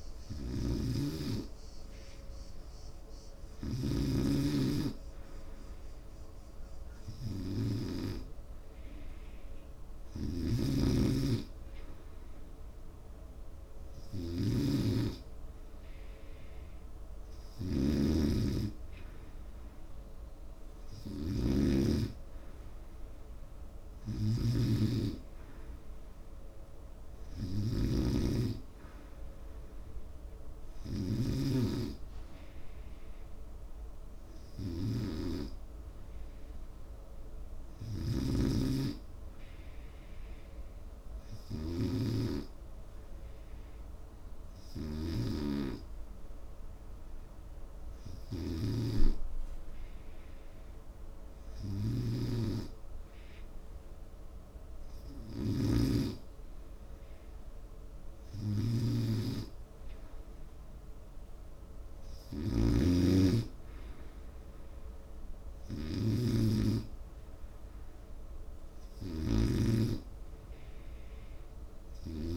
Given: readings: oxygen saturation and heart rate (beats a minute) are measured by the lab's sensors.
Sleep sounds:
breathing in sleep by a room microphone; none
11.00-18.50 s: snoring (device-marked)
From the record:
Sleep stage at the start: N2 (light sleep); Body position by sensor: on the right side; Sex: male

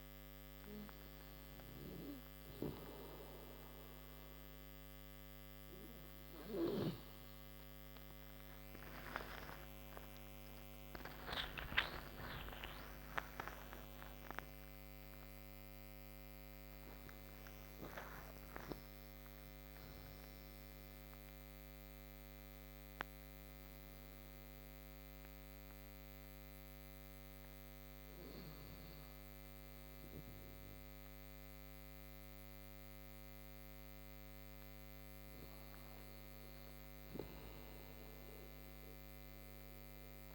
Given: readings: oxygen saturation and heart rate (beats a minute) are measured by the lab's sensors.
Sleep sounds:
breathing in sleep by a microphone on the trachea; none
5.00-21.00 s: tachycardia (device-marked, heart rate 30 before, 198 extreme)
11.50-17.50 s: arousal
11.50-18.00 s: snoring (device-marked)
From the record:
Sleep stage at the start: N2 (light sleep); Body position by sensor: on the right side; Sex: male

